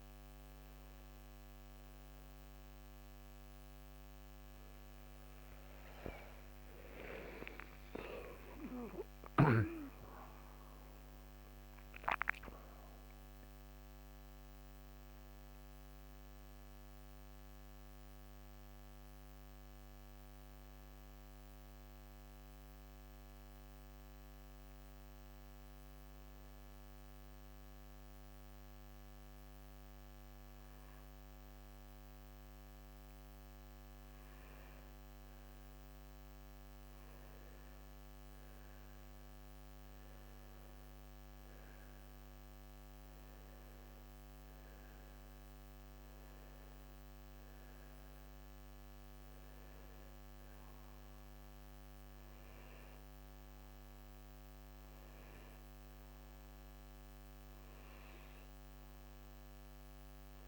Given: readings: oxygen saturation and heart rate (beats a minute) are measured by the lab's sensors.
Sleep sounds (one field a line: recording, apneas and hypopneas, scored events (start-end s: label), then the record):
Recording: breathing in sleep by a microphone on the trachea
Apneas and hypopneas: 1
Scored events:
6.00-11.50 s: arousal
14.50-29.00 s: obstructive apnea (oxygen 93% before, 90% lowest, heart rate 74 before, 65 extreme, up 1 after)
30.00-35.00 s: arousal
40.50-55.50 s: oxygen desaturation (device-marked, oxygen 96% before, 90% lowest, heart rate 66 before, 70 extreme)
From the record:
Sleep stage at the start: N1 (lightest sleep)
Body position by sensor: on the right side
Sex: male